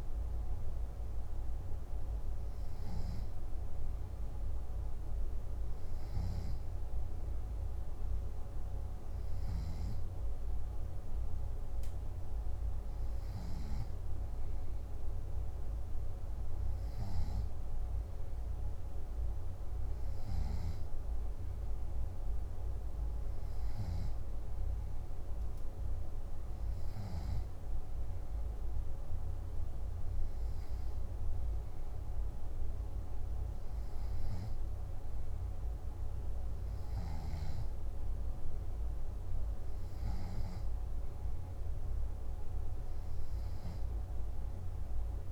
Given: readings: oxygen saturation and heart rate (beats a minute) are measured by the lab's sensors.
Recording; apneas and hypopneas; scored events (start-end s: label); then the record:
breathing in sleep, hard to hear, by a room microphone; none
none scored
From the record:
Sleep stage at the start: N3 (deep sleep); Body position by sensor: on the back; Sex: male